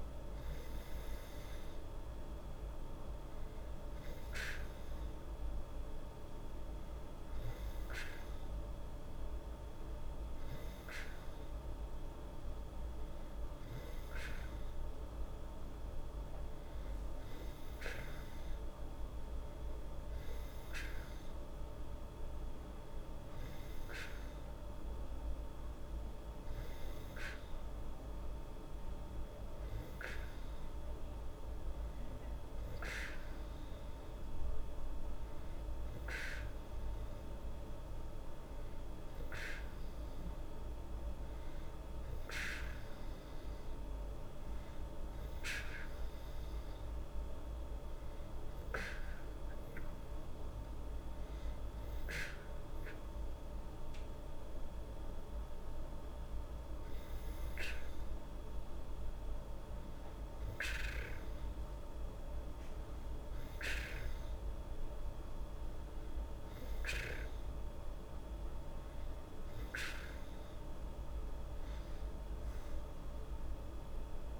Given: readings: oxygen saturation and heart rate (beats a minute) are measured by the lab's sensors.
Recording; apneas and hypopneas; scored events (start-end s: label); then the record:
breathing in sleep by a room microphone; none
none scored
From the record:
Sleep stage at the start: N2 (light sleep); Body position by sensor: on the back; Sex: female